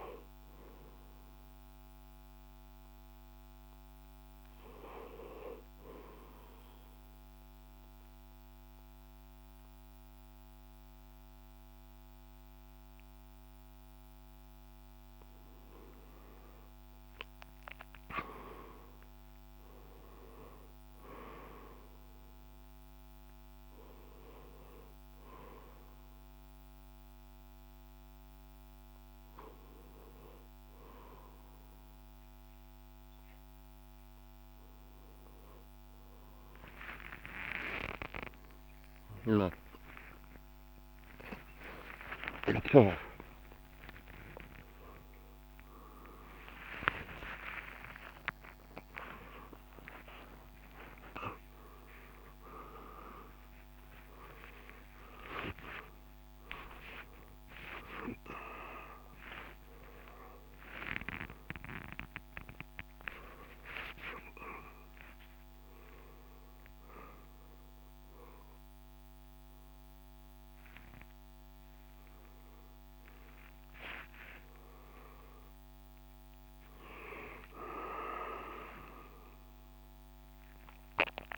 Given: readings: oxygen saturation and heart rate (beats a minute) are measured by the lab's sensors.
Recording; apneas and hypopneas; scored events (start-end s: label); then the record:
a person awake in a sleep study, by a microphone on the trachea; 1
0.00-2.00 s: oxygen desaturation (device-marked, oxygen 88% lowest, heart rate 63 extreme)
6.00-16.00 s: obstructive apnea (oxygen 96% before, 89% lowest, heart rate 75 before, 63 extreme, up 16 after)
19.00-31.00 s: drop in pulse transit time (device-marked, heart rate 70 before, 71 extreme)
25.00-42.00 s: oxygen desaturation (device-marked, oxygen 95% before, 89% lowest, heart rate 71 before, 68 extreme)
33.00-81.38 s: new sleep stage, awake
52.00-66.00 s: drop in pulse transit time (device-marked, heart rate 98 before, 94 extreme)
79.00-81.38 s: drop in pulse transit time (device-marked, heart rate 91 before, 84 extreme)
From the record:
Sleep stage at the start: N2 (light sleep); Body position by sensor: on the back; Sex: male